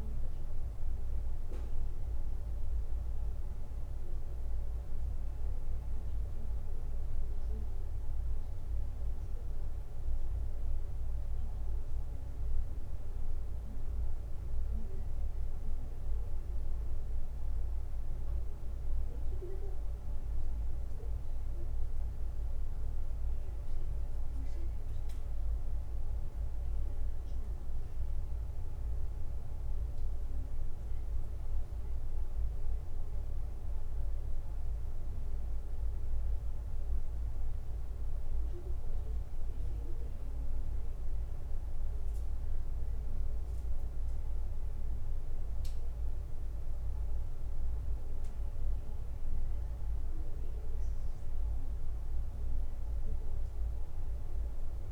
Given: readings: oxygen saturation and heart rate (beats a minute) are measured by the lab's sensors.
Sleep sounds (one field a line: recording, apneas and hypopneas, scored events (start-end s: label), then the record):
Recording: a person awake in a sleep study, hard to hear, by a room microphone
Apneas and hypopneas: none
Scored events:
none scored
From the record:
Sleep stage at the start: awake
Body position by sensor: on the back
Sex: male